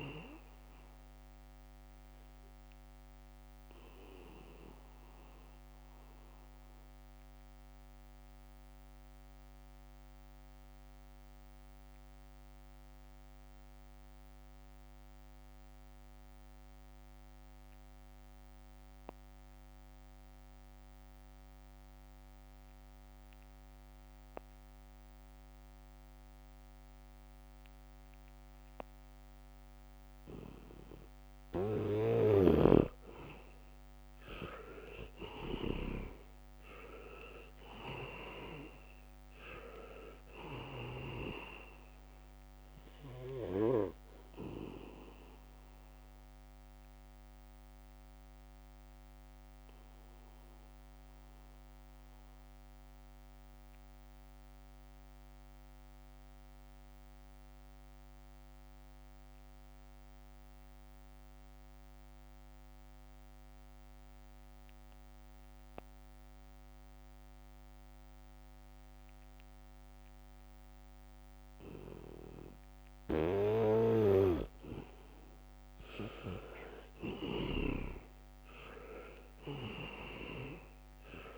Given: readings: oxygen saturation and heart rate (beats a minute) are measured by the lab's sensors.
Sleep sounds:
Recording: breathing in sleep by a microphone on the trachea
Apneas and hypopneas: 2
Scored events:
0.00-16.00 s: oxygen desaturation (device-marked, oxygen 78% lowest, heart rate 67 extreme)
4.50-33.00 s: obstructive apnea (oxygen 98% before, 78% lowest, heart rate 70 before, 67 extreme, up 3 after)
27.50-29.00 s: leg movement (device-marked)
28.00-61.00 s: oxygen desaturation (device-marked, oxygen 99% before, 79% lowest, heart rate 73 before, 63 extreme)
32.00-36.00 s: snoring (device-marked)
35.00-40.00 s: arousal
49.00-75.50 s: mixed apnea (oxygen 99% before, 78% lowest, heart rate 69 before, 63 extreme, up 7 after)
64.50-67.50 s: leg movement (device-marked)
69.50-72.50 s: leg movement (device-marked)
73.00-81.38 s: oxygen desaturation (device-marked, oxygen 99% before, 78% lowest, heart rate 71 before, 62 extreme)
77.50-81.38 s: arousal
From the record:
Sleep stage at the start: N2 (light sleep)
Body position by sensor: on the back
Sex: male

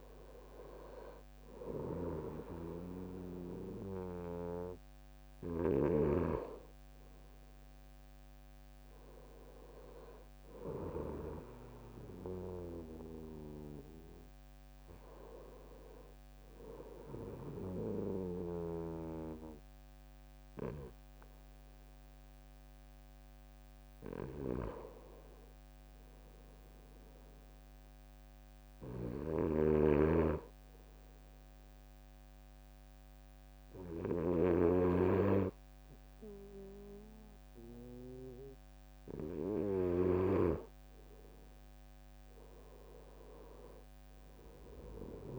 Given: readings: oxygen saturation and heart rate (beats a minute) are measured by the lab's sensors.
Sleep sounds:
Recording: breathing in sleep by a microphone on the trachea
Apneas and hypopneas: none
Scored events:
28.00-40.00 s: snoring (device-marked)
From the record:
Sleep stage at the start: N2 (light sleep)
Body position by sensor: on the right side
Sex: male

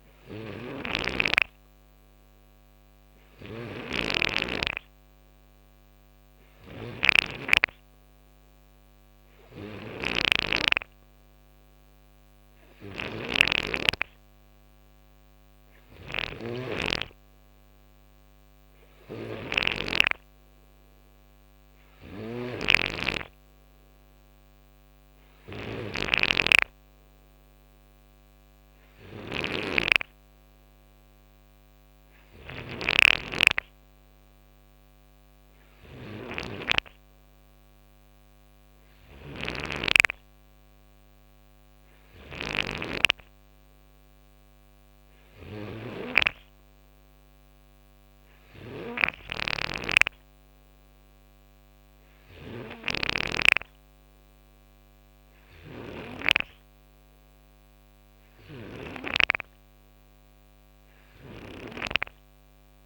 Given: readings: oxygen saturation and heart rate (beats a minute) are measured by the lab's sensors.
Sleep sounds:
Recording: breathing in sleep by a microphone on the trachea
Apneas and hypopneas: none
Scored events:
0.00-58.50 s: snoring (device-marked)
60.50-62.86 s: snoring (device-marked)
From the record:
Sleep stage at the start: N2 (light sleep)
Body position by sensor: on the right side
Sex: male

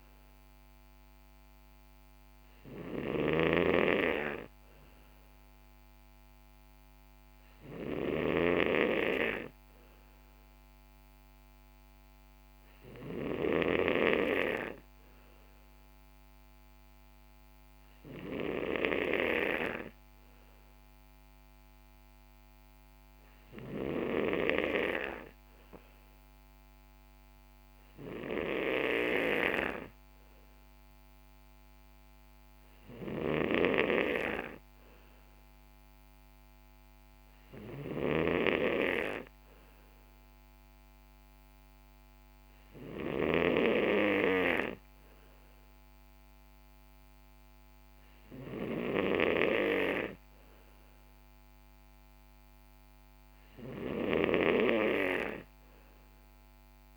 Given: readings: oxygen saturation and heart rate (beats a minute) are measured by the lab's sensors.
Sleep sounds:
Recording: breathing in sleep by a microphone on the trachea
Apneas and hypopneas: none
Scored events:
none scored
From the record:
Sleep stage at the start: N3 (deep sleep)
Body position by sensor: on the right side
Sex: male

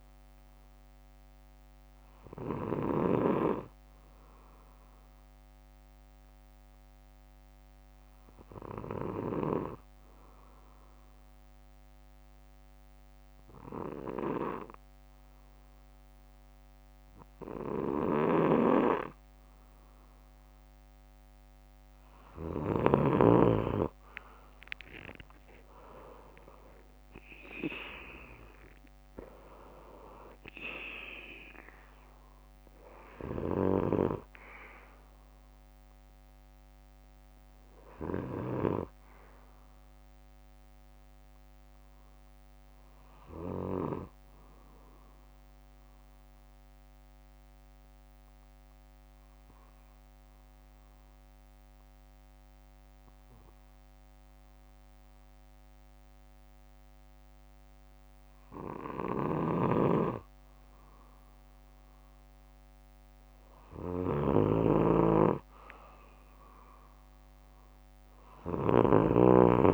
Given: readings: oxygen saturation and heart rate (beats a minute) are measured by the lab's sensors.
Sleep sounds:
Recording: breathing in sleep by a microphone on the trachea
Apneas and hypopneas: 2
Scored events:
4.50-18.00 s: obstructive apnea (oxygen 96% before, 93% lowest, heart rate 63 before, 57 extreme, up 10 after)
9.50-11.50 s: bradycardia (device-marked, heart rate 64 before, 57 extreme)
24.50-28.50 s: arousal
44.50-59.00 s: obstructive apnea (oxygen 98% before, 93% lowest, heart rate 66 before, 55 extreme, up 12 after)
48.50-50.50 s: bradycardia (device-marked, heart rate 64 before, 60 extreme)
59.00-69.00 s: snoring (device-marked)
From the record:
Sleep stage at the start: N2 (light sleep)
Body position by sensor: on the back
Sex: male

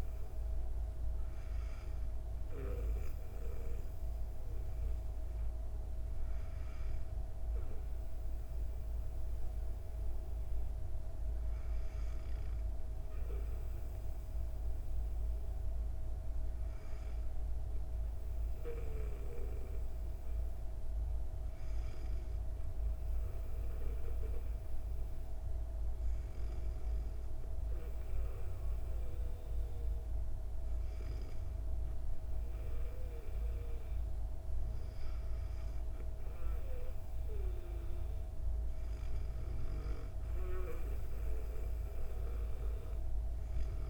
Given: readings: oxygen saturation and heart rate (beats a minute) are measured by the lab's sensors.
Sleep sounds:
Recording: breathing in sleep by a room microphone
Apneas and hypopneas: none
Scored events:
none scored
From the record:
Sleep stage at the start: N2 (light sleep)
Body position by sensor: on the back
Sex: female

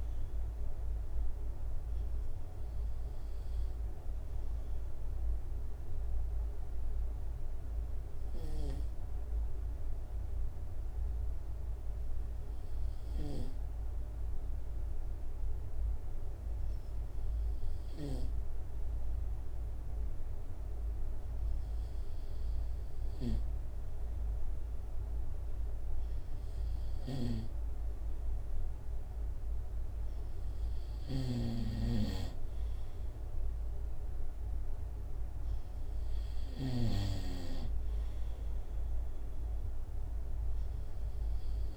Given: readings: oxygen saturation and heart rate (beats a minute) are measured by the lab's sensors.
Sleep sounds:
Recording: breathing in sleep by a room microphone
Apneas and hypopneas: 1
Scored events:
1.50-28.00 s: obstructive apnea (oxygen 96% before, 94% lowest, heart rate 68 before, 66 extreme, up 4 after)
27.00-37.00 s: snoring (device-marked)
30.00-33.00 s: arousal
From the record:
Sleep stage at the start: N2 (light sleep)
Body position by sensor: on the right side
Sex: male

